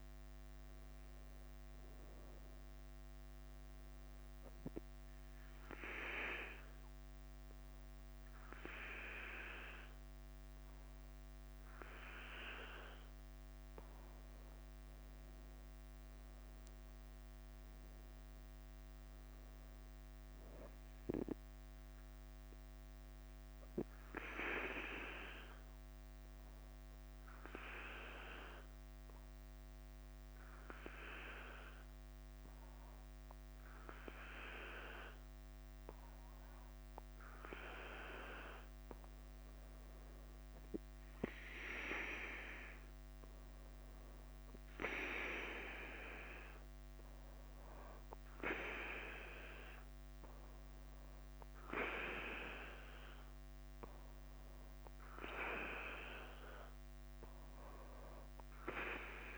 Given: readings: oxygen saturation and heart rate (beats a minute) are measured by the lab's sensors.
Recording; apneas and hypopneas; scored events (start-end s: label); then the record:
breathing in sleep by a microphone on the trachea; 2
0.00-59.38 s: bradycardia (device-marked, heart rate 42 extreme)
4.00-14.00 s: obstructive apnea (oxygen 96% before, 93% lowest, heart rate 51 before, 47 extreme, up 4 after)
16.50-21.50 s: arousal
24.00-36.50 s: obstructive apnea (oxygen 95% before, 94% lowest, heart rate 50 before, 47 extreme, up 5 after)
38.50-41.50 s: arousal
From the record:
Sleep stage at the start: N2 (light sleep); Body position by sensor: on the back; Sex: male